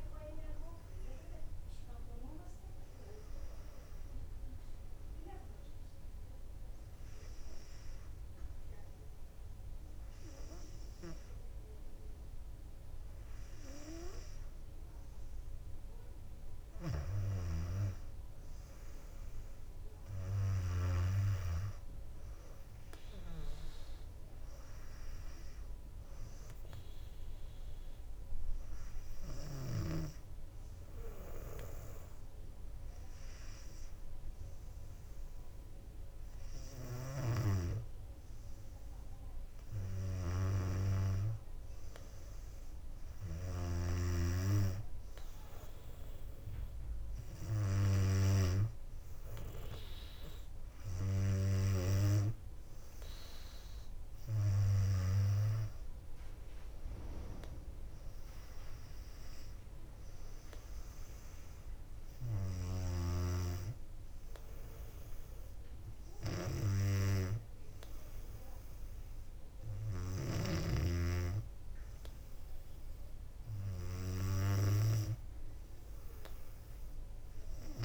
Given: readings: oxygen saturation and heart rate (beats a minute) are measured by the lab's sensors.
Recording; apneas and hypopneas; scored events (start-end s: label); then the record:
breathing in sleep by a room microphone; 2
0.00-9.50 s: oxygen desaturation (device-marked, oxygen 94% lowest, heart rate 58 extreme)
5.00-17.00 s: obstructive apnea (oxygen 98% before, 94% lowest, heart rate 62 before, 58 extreme, up 6 after)
19.00-22.00 s: arousal
25.50-39.50 s: hypopnea (oxygen 98% before, 95% lowest, heart rate 60 before, 61 extreme, up 2 after)
42.50-46.00 s: arousal
From the record:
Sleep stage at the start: N2 (light sleep); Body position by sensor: on the back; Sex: female